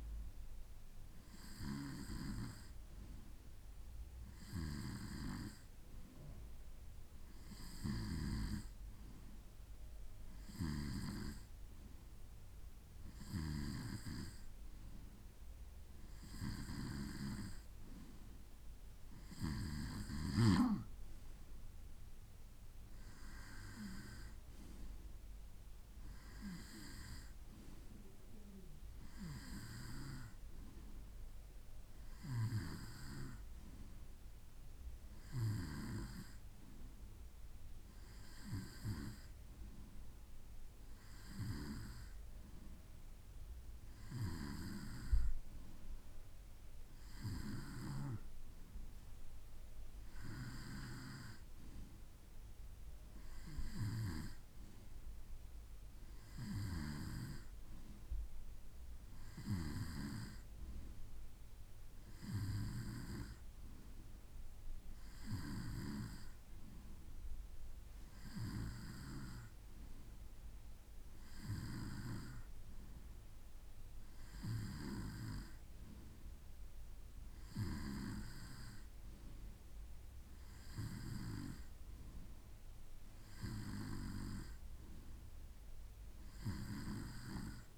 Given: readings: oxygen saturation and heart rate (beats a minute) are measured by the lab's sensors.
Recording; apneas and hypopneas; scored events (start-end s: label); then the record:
breathing in sleep by a room microphone; none
none scored
From the record:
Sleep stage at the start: N2 (light sleep); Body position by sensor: on the right side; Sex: male